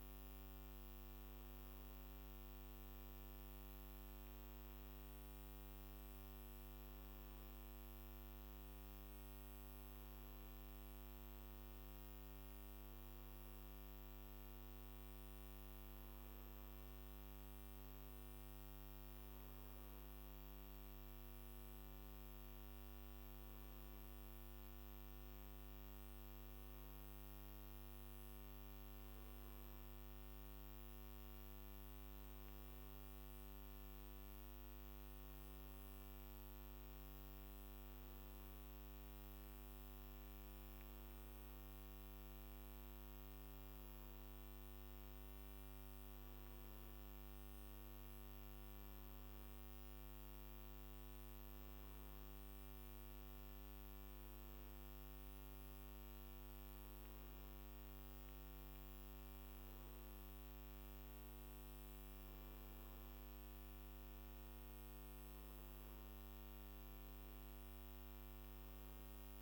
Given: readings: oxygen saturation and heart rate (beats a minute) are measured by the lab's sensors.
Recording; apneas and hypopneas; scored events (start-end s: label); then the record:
breathing in sleep, hard to hear, by a microphone on the trachea; none
none scored
From the record:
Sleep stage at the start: N1 (lightest sleep); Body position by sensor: on the back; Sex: male